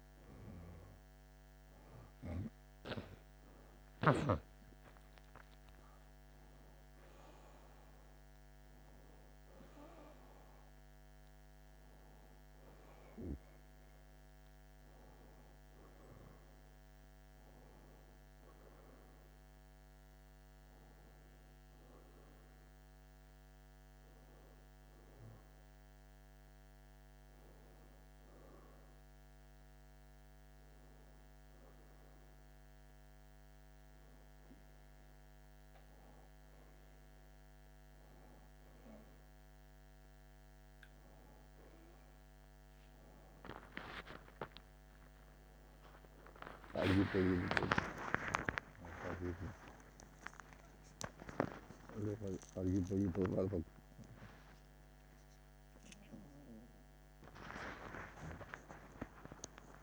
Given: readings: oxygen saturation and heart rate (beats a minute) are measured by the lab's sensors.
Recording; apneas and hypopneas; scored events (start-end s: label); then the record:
a person awake in a sleep study, by a microphone on the trachea; none
47.50-53.00 s: snoring (device-marked)
From the record:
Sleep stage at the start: awake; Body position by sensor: on the back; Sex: male